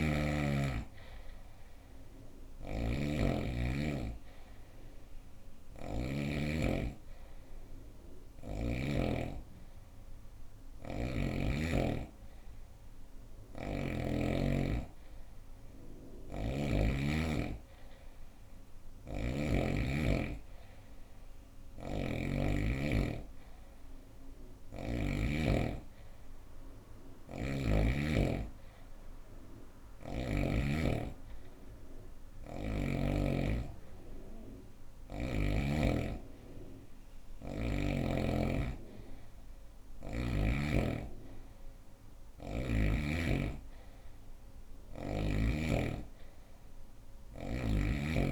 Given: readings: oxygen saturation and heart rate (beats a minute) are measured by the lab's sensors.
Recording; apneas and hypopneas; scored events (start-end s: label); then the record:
breathing in sleep by a room microphone; none
0.00-5.50 s: snoring (device-marked)
12.50-16.00 s: snoring (device-marked)
18.00-24.50 s: snoring (device-marked)
From the record:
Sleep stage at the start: N2 (light sleep); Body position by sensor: on the right side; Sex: female